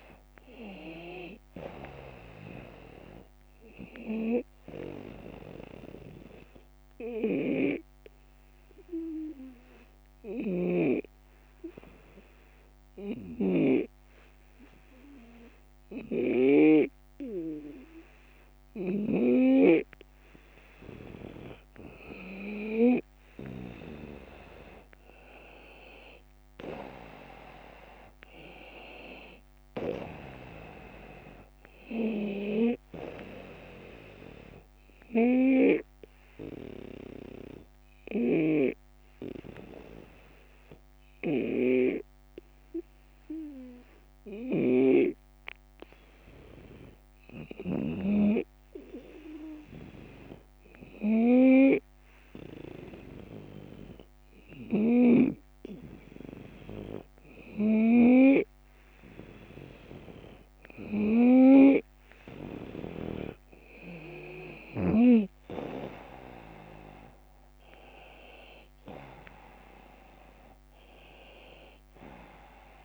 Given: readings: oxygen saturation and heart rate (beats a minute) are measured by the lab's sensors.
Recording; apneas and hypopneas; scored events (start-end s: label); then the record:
breathing in sleep by a microphone on the trachea; 2
0.00-15.50 s: oxygen desaturation (device-marked, oxygen 89% lowest)
5.50-20.50 s: obstructive apnea (oxygen 93% before, 87% lowest)
24.00-28.50 s: arousal
27.50-48.50 s: oxygen desaturation (device-marked, oxygen 95% before, 88% lowest)
34.50-54.00 s: obstructive apnea (oxygen 95% before, 87% lowest)
38.00-41.50 s: snoring (device-marked)
56.50-62.00 s: arousal
61.50-72.85 s: oxygen desaturation (device-marked, oxygen 95% before, 87% lowest)
From the record:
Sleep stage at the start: N2 (light sleep); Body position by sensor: on the right side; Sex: male